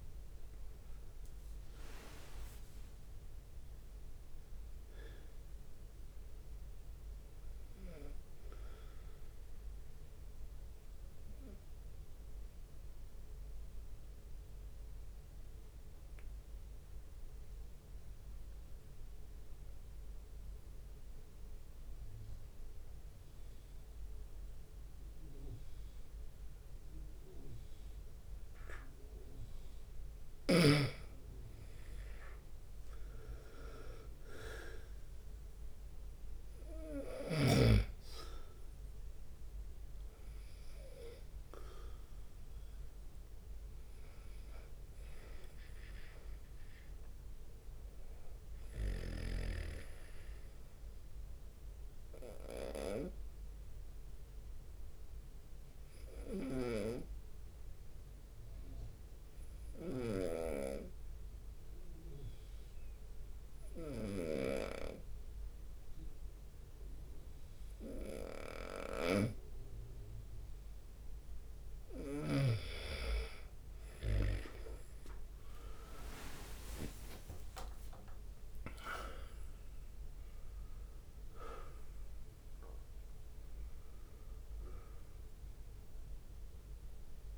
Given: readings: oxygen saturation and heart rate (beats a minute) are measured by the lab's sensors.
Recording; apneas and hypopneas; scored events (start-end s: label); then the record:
breathing in sleep by a room microphone; 2
0.50-5.00 s: arousal
1.50-4.50 s: leg movement (device-marked)
11.50-30.00 s: obstructive apnea (oxygen 96% before, 90% lowest, heart rate 73 before, 67 extreme, up 3 after)
21.50-23.50 s: leg movement (device-marked)
25.50-27.50 s: leg movement (device-marked)
28.50-38.50 s: leg movement (device-marked)
31.50-56.50 s: oxygen desaturation (device-marked, oxygen 96% before, 90% lowest, heart rate 70 before, 67 extreme)
32.00-37.00 s: arousal
52.00-71.50 s: obstructive apnea (oxygen 96% before, 90% lowest, heart rate 70 before, 68 extreme, up 25 after)
57.00-61.00 s: snoring (device-marked)
69.50-73.00 s: snoring (device-marked)
70.50-71.50 s: leg movement (device-marked)
71.50-74.00 s: leg movement (device-marked)
74.50-87.38 s: oxygen desaturation (device-marked, oxygen 97% before, 90% lowest, heart rate 70 before, 64 extreme)
75.00-83.50 s: leg movement (device-marked)
75.50-80.00 s: arousal
76.50-87.38 s: drop in pulse transit time (device-marked, heart rate 70 before, 71 extreme)
77.50-79.50 s: long interval between heartbeats (device-marked, heart rate 71 before, 91 extreme)
From the record:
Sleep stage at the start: N2 (light sleep); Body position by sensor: on the right side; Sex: male